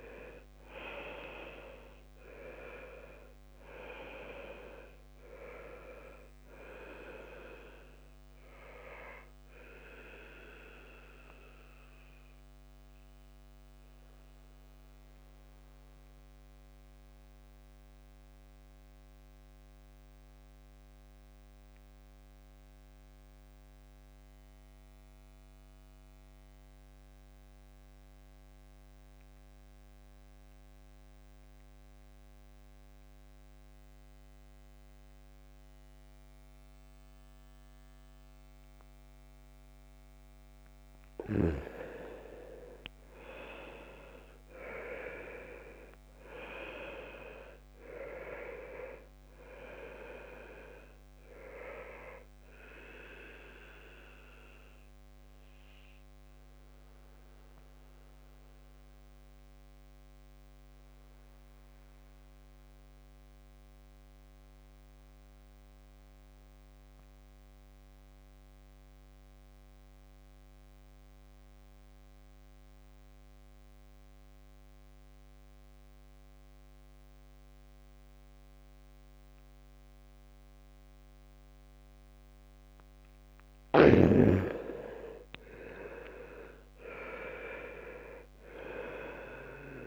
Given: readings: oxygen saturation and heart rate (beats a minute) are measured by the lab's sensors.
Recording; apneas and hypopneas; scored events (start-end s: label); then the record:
breathing in sleep by a microphone on the trachea; 2
0.00-26.00 s: oxygen desaturation (device-marked, oxygen 79% lowest, heart rate 57 extreme)
12.00-40.00 s: mixed apnea (oxygen 99% before, 77% lowest, heart rate 67 before, 57 extreme, up 0 after)
36.00-69.00 s: oxygen desaturation (device-marked, oxygen 100% before, 77% lowest, heart rate 67 before, 57 extreme)
41.00-43.00 s: bradycardia (device-marked, heart rate 67 before, 63 extreme)
42.00-44.00 s: long interval between heartbeats (device-marked, heart rate 68 before, 64 extreme)
42.50-46.00 s: arousal
54.00-57.00 s: bradycardia (device-marked, heart rate 67 before, 62 extreme)
54.50-82.00 s: mixed apnea (oxygen 100% before, 77% lowest, heart rate 65 before, 59 extreme, up 2 after)
80.00-89.87 s: oxygen desaturation (device-marked, oxygen 100% before, 77% lowest, heart rate 66 before, 59 extreme)
83.50-88.50 s: arousal
From the record:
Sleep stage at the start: N2 (light sleep); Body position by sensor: on the back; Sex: male